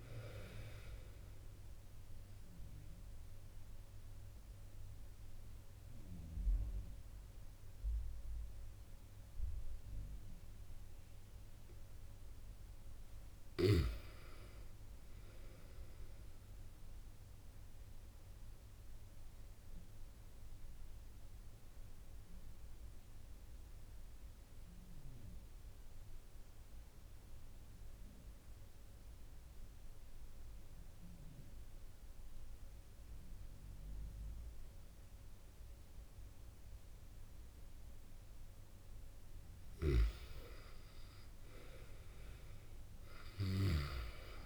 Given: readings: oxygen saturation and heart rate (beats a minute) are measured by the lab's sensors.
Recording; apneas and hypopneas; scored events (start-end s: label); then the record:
breathing in sleep by a room microphone; 1
0.00-17.50 s: oxygen desaturation (device-marked, oxygen 90% lowest)
18.00-39.00 s: obstructive apnea (oxygen 96% before, 91% lowest)
40.50-44.46 s: oxygen desaturation (device-marked, oxygen 96% before, 91% lowest)
41.00-44.00 s: arousal
From the record:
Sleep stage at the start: N2 (light sleep); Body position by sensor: on the back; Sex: male